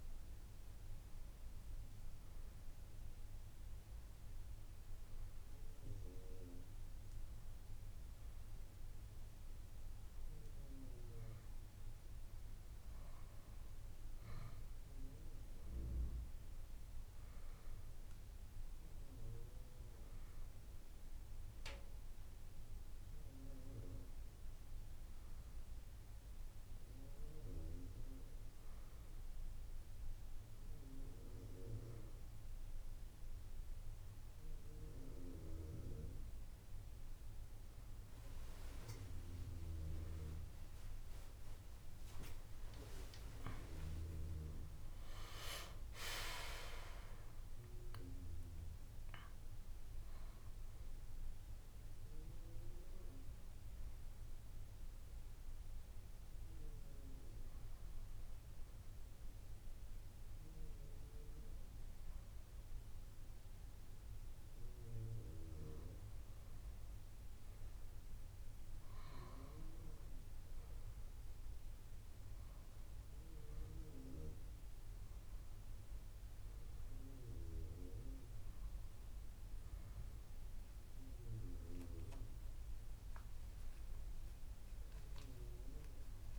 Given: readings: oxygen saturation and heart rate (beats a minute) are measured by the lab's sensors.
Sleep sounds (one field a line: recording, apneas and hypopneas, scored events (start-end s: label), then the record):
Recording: breathing in sleep by a room microphone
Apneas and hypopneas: none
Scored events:
0.00-1.50 s: drop in pulse transit time (device-marked)
0.00-1.50 s: long interval between heartbeats (device-marked, heart rate 28 extreme)
7.50-9.50 s: long interval between heartbeats (device-marked, heart rate 36 before, 31 extreme)
10.00-12.00 s: long interval between heartbeats (device-marked, heart rate 34 before, 43 extreme)
19.50-24.50 s: drop in pulse transit time (device-marked)
44.00-48.50 s: arousal
44.50-46.50 s: long interval between heartbeats (device-marked, heart rate 31 before, 67 extreme)
44.50-56.50 s: drop in pulse transit time (device-marked, heart rate 31 before, 50 extreme)
52.50-54.50 s: long interval between heartbeats (device-marked, heart rate 48 before, 54 extreme)
63.50-65.50 s: long interval between heartbeats (device-marked, heart rate 46 before, 27 extreme)
69.00-71.00 s: long interval between heartbeats (device-marked, heart rate 37 before, 30 extreme)
73.00-75.00 s: long interval between heartbeats (device-marked, heart rate 34 before, 44 extreme)
73.50-81.50 s: oxygen desaturation (device-marked, oxygen 99% before, 94% lowest)
78.50 s: drop in pulse transit time (device-marked)
78.50-80.50 s: long interval between heartbeats (device-marked, heart rate 31 before, 40 extreme)
From the record:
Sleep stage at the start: N2 (light sleep)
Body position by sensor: on the back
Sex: female